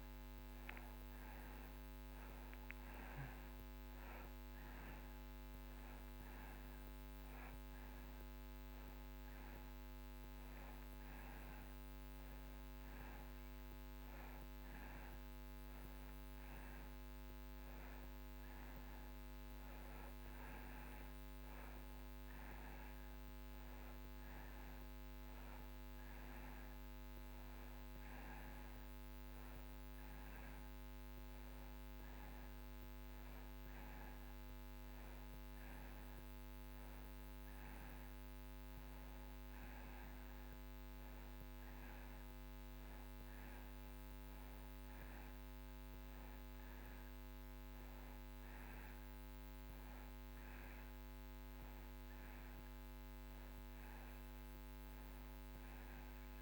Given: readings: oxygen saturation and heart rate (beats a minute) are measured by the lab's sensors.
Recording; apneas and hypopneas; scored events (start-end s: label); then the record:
breathing in sleep, hard to hear, by a microphone on the trachea; none
25.50-42.50 s: oxygen desaturation (device-marked, oxygen 93% before, 89% lowest)
From the record:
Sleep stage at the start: N2 (light sleep); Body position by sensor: on the back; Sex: male